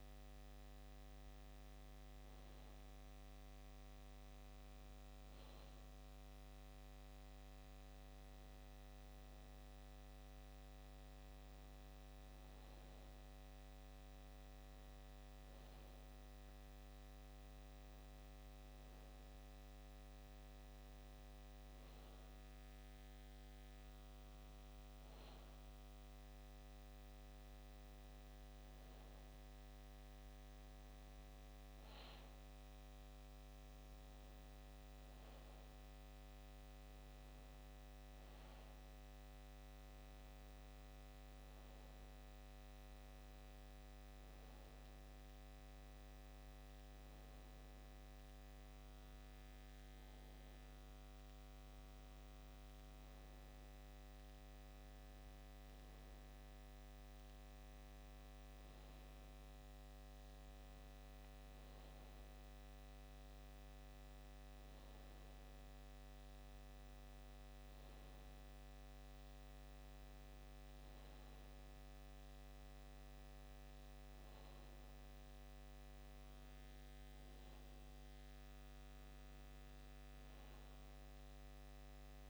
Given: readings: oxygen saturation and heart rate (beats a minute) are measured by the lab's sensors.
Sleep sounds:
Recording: breathing in sleep, hard to hear, by a microphone on the trachea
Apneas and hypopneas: none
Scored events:
none scored
From the record:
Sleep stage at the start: N2 (light sleep)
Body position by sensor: on the back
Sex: male

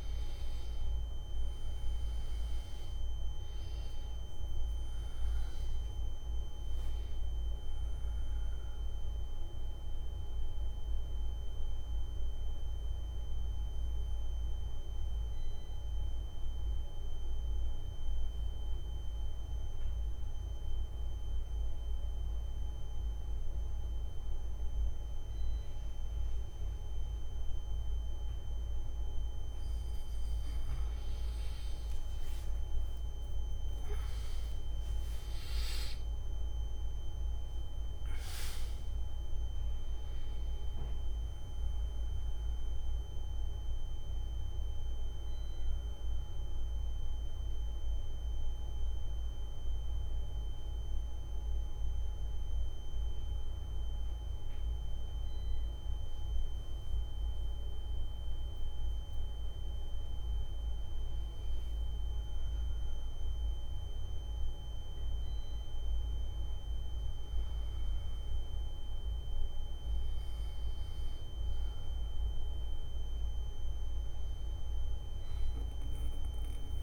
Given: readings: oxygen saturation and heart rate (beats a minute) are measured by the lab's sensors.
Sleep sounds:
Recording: breathing in sleep, hard to hear, by a room microphone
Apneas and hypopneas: 2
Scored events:
0.00-26.00 s: oxygen desaturation (device-marked, oxygen 92% lowest, heart rate 64 extreme)
14.00-30.00 s: obstructive apnea (oxygen 98% before, 92% lowest, heart rate 126 before, 64 extreme)
45.00-60.00 s: oxygen desaturation (device-marked, oxygen 97% before, 92% lowest, heart rate 134 before, 90 extreme)
48.00-60.50 s: hypopnea (oxygen 98% before, 92% lowest, heart rate 145 before, 90 extreme, up 40 after)
From the record:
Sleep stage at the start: N1 (lightest sleep)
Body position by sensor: on the back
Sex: male

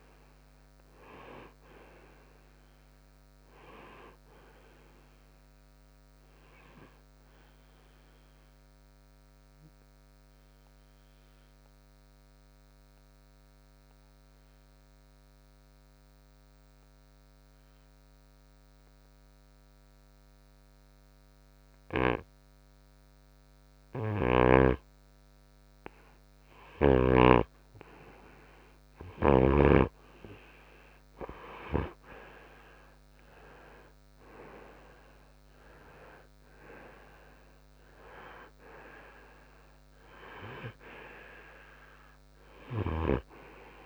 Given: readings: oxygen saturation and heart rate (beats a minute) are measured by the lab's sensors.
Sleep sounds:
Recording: breathing in sleep by a microphone on the trachea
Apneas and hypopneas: 1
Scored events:
7.00-26.50 s: obstructive apnea (oxygen 96% before, 91% lowest, heart rate 65 before, 56 extreme, up 9 after)
33.50-38.00 s: arousal
From the record:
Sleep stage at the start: N2 (light sleep)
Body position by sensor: on the right side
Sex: male

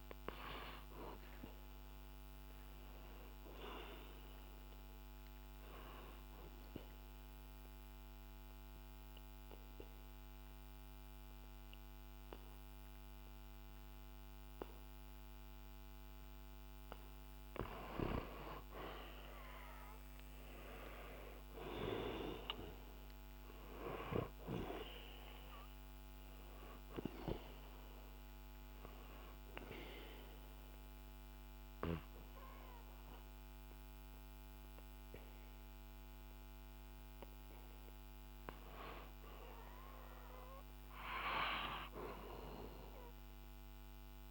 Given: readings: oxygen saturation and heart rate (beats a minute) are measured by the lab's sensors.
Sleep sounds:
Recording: breathing in sleep by a microphone on the trachea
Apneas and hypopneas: 2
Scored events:
3.50-16.50 s: obstructive apnea (oxygen 98% before, 91% lowest, heart rate 64 before, 62 extreme, up 1 after)
18.50-22.00 s: arousal
20.00-43.00 s: oxygen desaturation (device-marked, oxygen 96% before, 91% lowest, heart rate 63 before, 61 extreme)
28.50-39.50 s: obstructive apnea (oxygen 98% before, 91% lowest, heart rate 63 before, 63 extreme, up 3 after)
42.50-44.31 s: arousal
From the record:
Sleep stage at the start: N2 (light sleep)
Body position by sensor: on the back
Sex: male

